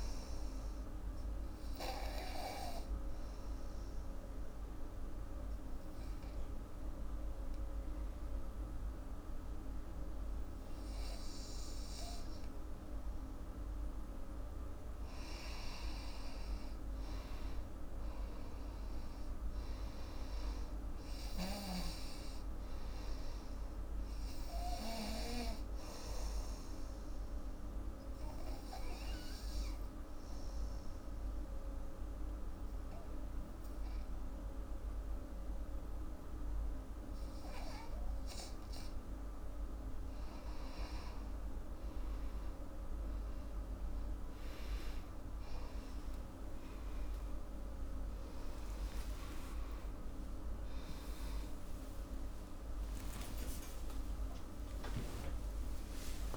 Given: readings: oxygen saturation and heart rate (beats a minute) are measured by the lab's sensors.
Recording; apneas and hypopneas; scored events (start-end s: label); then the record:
breathing in sleep, hard to hear, by a room microphone; 2
0.00-12.00 s: oxygen desaturation (device-marked, oxygen 91% lowest, heart rate 69 extreme)
0.50-14.00 s: obstructive apnea (oxygen 98% before, 89% lowest, heart rate 79 before, 69 extreme, up 9 after)
14.00-35.00 s: oxygen desaturation (device-marked, oxygen 98% before, 89% lowest, heart rate 80 before, 69 extreme)
16.00-20.00 s: arousal
26.50-39.00 s: obstructive apnea (oxygen 98% before, 90% lowest, heart rate 78 before, 70 extreme, up 18 after)
42.00-56.37 s: oxygen desaturation (device-marked, oxygen 99% before, 90% lowest, heart rate 76 before, 73 extreme)
46.50-52.50 s: arousal
48.50-50.50 s: long interval between heartbeats (device-marked, heart rate 78 before, 96 extreme)
53.00-55.00 s: long interval between heartbeats (device-marked, heart rate 84 before, 100 extreme)
From the record:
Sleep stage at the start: N2 (light sleep); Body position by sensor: on the back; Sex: female